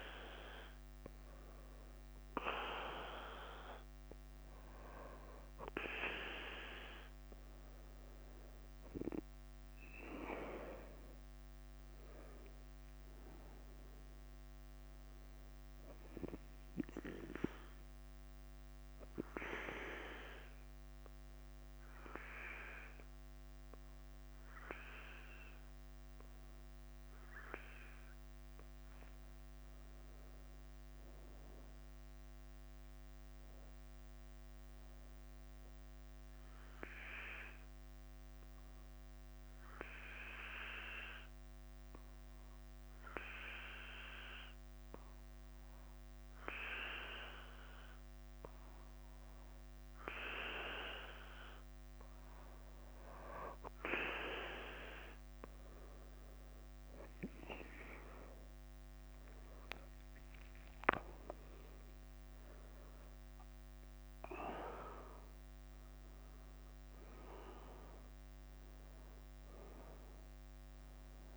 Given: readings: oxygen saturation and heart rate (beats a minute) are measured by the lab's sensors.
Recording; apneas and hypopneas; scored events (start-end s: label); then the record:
breathing in sleep by a microphone on the trachea; 1
0.00-71.37 s: bradycardia (device-marked, heart rate 42 extreme)
3.50-25.50 s: oxygen desaturation (device-marked, oxygen 96% before, 92% lowest, heart rate 50 before, 47 extreme)
29.00-32.00 s: arousal
34.50-51.50 s: obstructive apnea (oxygen 95% before, 93% lowest, heart rate 49 before, 47 extreme, up 4 after)
56.50-61.00 s: arousal
62.50-71.37 s: oxygen desaturation (device-marked, oxygen 98% before, 93% lowest, heart rate 50 before, 48 extreme)
From the record:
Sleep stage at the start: N2 (light sleep); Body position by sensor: on the back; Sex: male